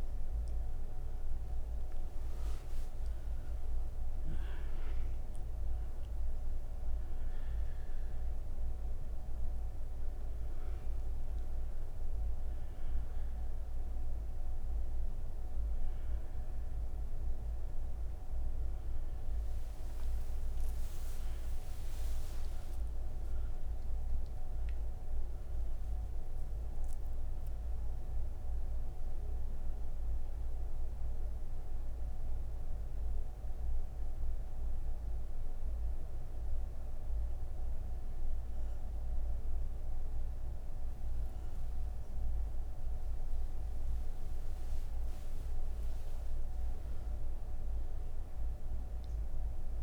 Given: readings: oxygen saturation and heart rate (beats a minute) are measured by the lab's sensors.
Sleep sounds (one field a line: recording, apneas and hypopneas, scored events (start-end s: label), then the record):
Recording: breathing in sleep, hard to hear, by a room microphone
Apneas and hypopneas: 1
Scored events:
29.00-40.00 s: hypopnea (oxygen 96% before, 92% lowest)
32.00-45.00 s: oxygen desaturation (device-marked, oxygen 96% before, 93% lowest)
From the record:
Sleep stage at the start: N3 (deep sleep)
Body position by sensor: on the right side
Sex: female